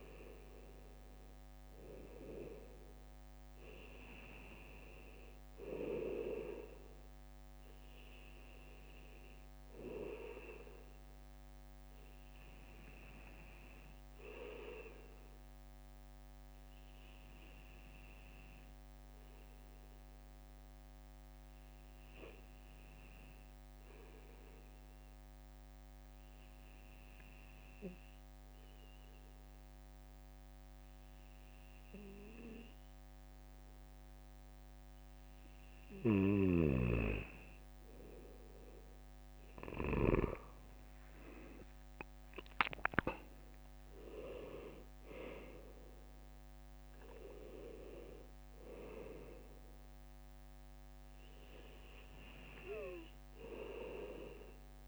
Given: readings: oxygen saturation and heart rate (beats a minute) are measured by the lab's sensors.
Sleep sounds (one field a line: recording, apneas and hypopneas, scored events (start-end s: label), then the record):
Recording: breathing in sleep by a microphone on the trachea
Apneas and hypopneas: 1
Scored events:
4.50-34.50 s: bradycardia (device-marked, heart rate 59 before, 58 extreme)
18.00-35.00 s: hypopnea (oxygen 96% before, 95% lowest, heart rate 59 before, 58 extreme, up 4 after)
38.50-42.50 s: arousal
49.50-54.88 s: bradycardia (device-marked, heart rate 59 before, 58 extreme)
From the record:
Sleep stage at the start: N2 (light sleep)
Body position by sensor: on the back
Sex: male